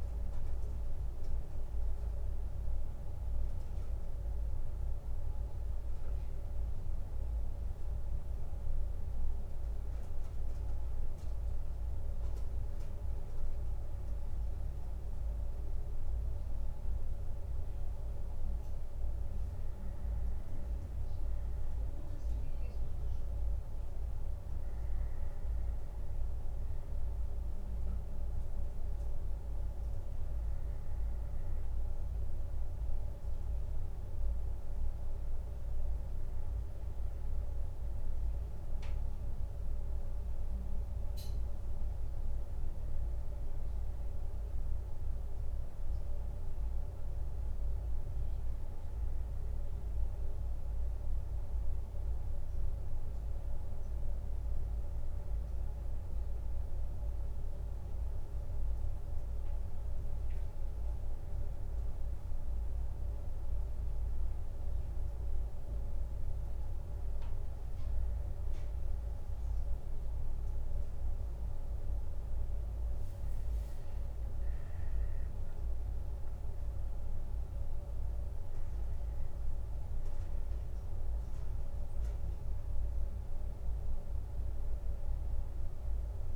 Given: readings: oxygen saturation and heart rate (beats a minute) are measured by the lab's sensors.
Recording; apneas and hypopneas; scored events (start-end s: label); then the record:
a person awake in a sleep study, hard to hear, by a room microphone; none
72.50-75.50 s: leg movement (device-marked)
From the record:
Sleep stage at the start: awake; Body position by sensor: on the left side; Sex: male